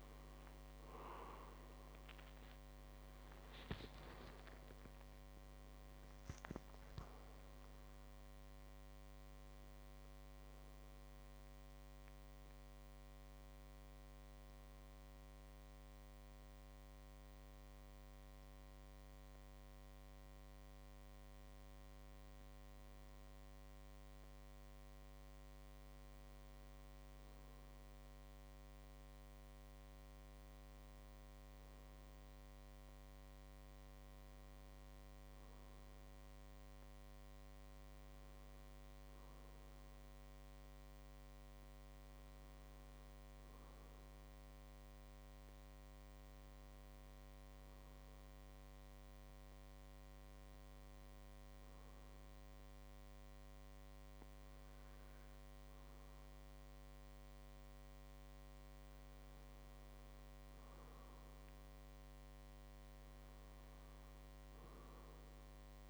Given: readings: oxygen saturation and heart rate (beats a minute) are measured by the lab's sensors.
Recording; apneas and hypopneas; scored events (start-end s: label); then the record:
breathing in sleep, hard to hear, by a microphone on the trachea; 1
0.00-4.00 s: arousal
13.00-23.00 s: hypopnea (oxygen 96% before, 95% lowest)
26.00-29.50 s: arousal
From the record:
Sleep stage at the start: N1 (lightest sleep); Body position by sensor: on the back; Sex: male